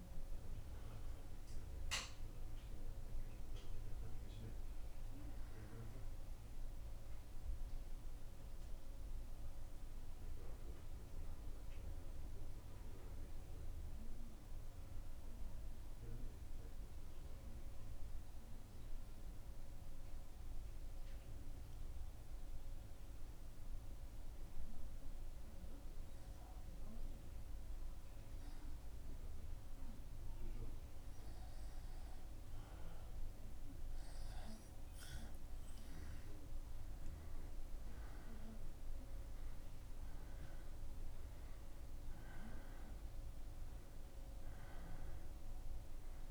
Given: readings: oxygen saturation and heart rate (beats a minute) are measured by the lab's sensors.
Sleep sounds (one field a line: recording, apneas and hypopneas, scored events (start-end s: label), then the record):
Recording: breathing in sleep, hard to hear, by a room microphone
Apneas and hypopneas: 1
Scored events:
2.00-5.50 s: arousal
8.00-28.50 s: mixed apnea (oxygen 95% before, 93% lowest, heart rate 76 before, 75 extreme, up 2 after)
35.00-40.00 s: arousal
From the record:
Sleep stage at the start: N2 (light sleep)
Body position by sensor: on the back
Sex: male